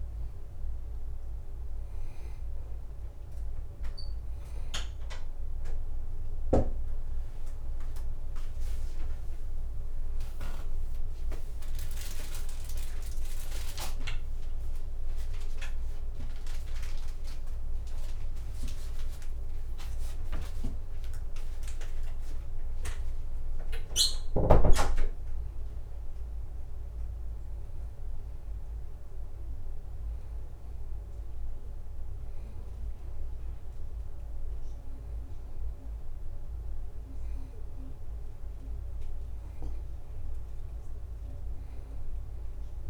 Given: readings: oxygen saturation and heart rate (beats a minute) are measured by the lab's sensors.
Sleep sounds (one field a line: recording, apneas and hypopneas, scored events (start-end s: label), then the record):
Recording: breathing in sleep by a room microphone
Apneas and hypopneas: none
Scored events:
none scored
From the record:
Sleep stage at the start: N2 (light sleep)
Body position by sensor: on the back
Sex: male